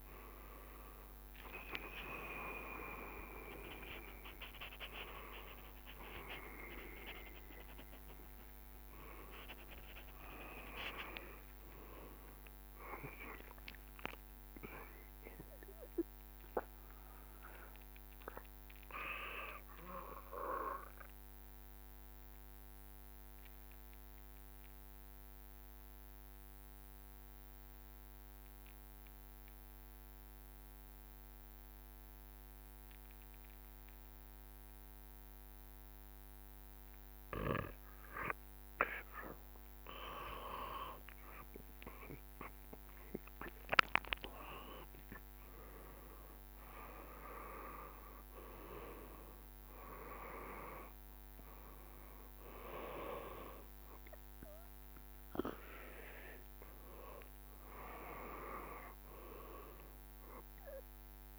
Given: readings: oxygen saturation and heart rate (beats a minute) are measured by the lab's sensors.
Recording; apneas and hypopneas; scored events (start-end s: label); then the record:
a person partly awake in a sleep study, by a microphone on the trachea; 1
0.00-1.00 s: tachycardia (device-marked, heart rate 134 extreme)
0.00-4.00 s: drop in pulse transit time (device-marked, heart rate 58 extreme)
13.00-61.39 s: new sleep stage, N2 (light sleep)
21.00-38.50 s: obstructive apnea (oxygen 98% before, 95% lowest, heart rate 99 before, 67 extreme, up 17 after)
40.50-44.00 s: arousal
From the record:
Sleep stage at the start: awake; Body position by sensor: on the back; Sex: male